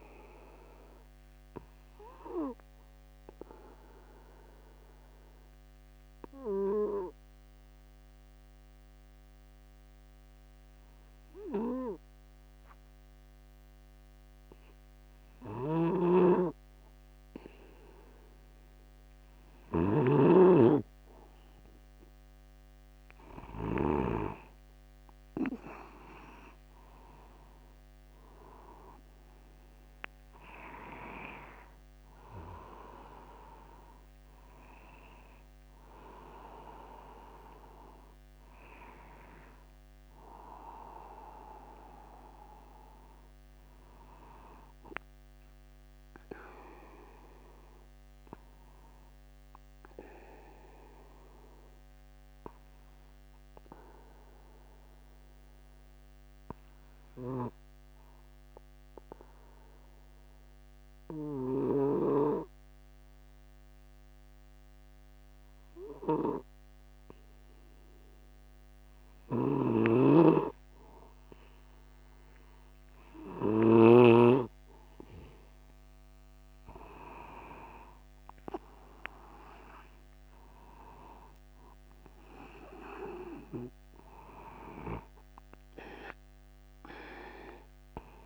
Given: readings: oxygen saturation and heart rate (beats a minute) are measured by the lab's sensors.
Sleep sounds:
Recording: breathing in sleep by a microphone on the trachea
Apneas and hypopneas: 2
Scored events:
1.00-22.00 s: obstructive apnea (oxygen 96% before, 94% lowest, heart rate 66 before, 50 extreme, up 0 after)
13.00-15.00 s: long interval between heartbeats (device-marked, heart rate 58 before, 59 extreme)
16.00-24.50 s: snoring (device-marked)
27.50-31.00 s: arousal
48.00-73.50 s: obstructive apnea (oxygen 97% before, 94% lowest, heart rate 51 before, 50 extreme, up 26 after)
69.50-74.50 s: snoring (device-marked)
72.00-74.00 s: long interval between heartbeats (device-marked, heart rate 51 before, 69 extreme)
74.00-76.00 s: long interval between heartbeats (device-marked, heart rate 53 before, 76 extreme)
76.50-80.50 s: arousal
From the record:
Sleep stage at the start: N2 (light sleep)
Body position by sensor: upright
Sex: male

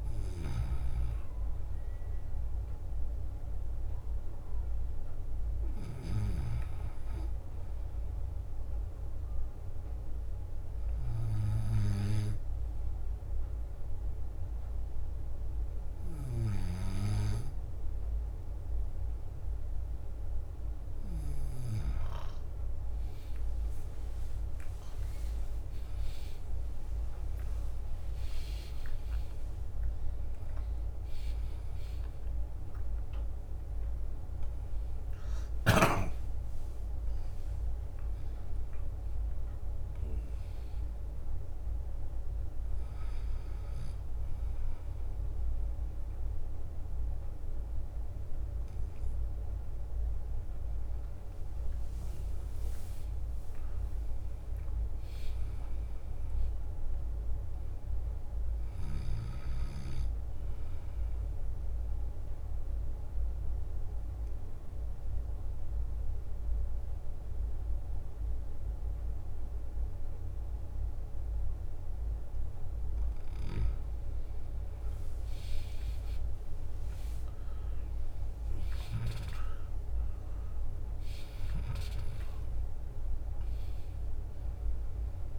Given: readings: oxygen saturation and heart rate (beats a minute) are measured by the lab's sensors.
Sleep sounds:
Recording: breathing in sleep by a room microphone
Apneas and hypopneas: 2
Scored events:
0.00-2.00 s: drop in pulse transit time (device-marked, heart rate 69 extreme)
8.50-21.00 s: hypopnea (oxygen 96% before, 95% lowest, heart rate 68 before, 61 extreme, up 8 after)
16.00-26.00 s: drop in pulse transit time (device-marked, heart rate 64 before, 61 extreme)
22.50-30.00 s: leg movement (device-marked)
23.50-28.00 s: arousal
35.00-37.50 s: leg movement (device-marked)
37.00-45.00 s: drop in pulse transit time (device-marked, heart rate 67 before, 70 extreme)
51.00-52.00 s: leg movement (device-marked)
52.50-56.00 s: arousal
58.00-77.00 s: drop in pulse transit time (device-marked, heart rate 67 before, 62 extreme)
61.00-72.50 s: obstructive apnea (oxygen 98% before, 94% lowest, heart rate 67 before, 63 extreme, up 7 after)
74.50-79.00 s: arousal
74.50-84.50 s: leg movement (device-marked)
80.00-85.39 s: oxygen desaturation (device-marked, oxygen 97% before, 94% lowest, heart rate 64 before, 59 extreme)
From the record:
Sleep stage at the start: N2 (light sleep)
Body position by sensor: on the left side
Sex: male

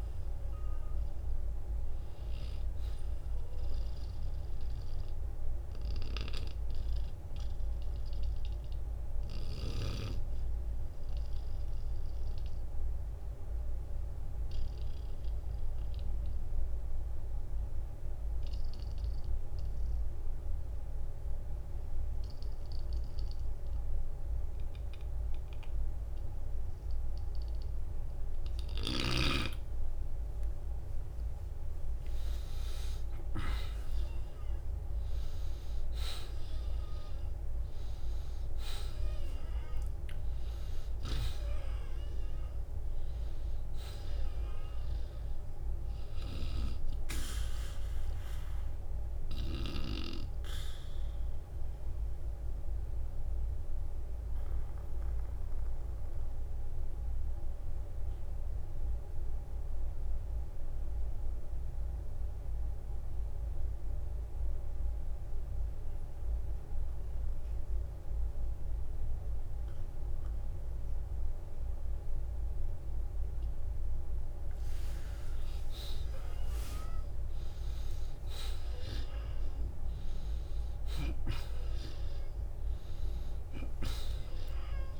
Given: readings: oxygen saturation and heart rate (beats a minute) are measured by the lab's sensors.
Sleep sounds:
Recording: breathing in sleep by a room microphone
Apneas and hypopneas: 2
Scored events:
0.00-2.50 s: oxygen desaturation (device-marked, oxygen 92% lowest, heart rate 39 extreme)
0.50-2.50 s: long interval between heartbeats (device-marked, heart rate 59 before, 61 extreme)
9.50-28.50 s: oxygen desaturation (device-marked, oxygen 94% before, 85% lowest, heart rate 57 before, 39 extreme)
13.00-27.50 s: obstructive apnea (oxygen 96% before, 85% lowest, heart rate 56 before, 39 extreme, up 24 after)
31.50-36.00 s: arousal
45.50-47.50 s: long interval between heartbeats (device-marked, heart rate 59 before, 56 extreme)
51.50-73.50 s: obstructive apnea (oxygen 96% before, 86% lowest, heart rate 62 before, 40 extreme, up 13 after)
53.50-73.50 s: oxygen desaturation (device-marked, oxygen 94% before, 86% lowest, heart rate 61 before, 40 extreme)
74.00-76.00 s: long interval between heartbeats (device-marked, heart rate 49 before, 52 extreme)
76.00-78.00 s: long interval between heartbeats (device-marked, heart rate 48 before, 49 extreme)
77.00-81.00 s: arousal
From the record:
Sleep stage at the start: N2 (light sleep)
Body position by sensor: on the back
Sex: male

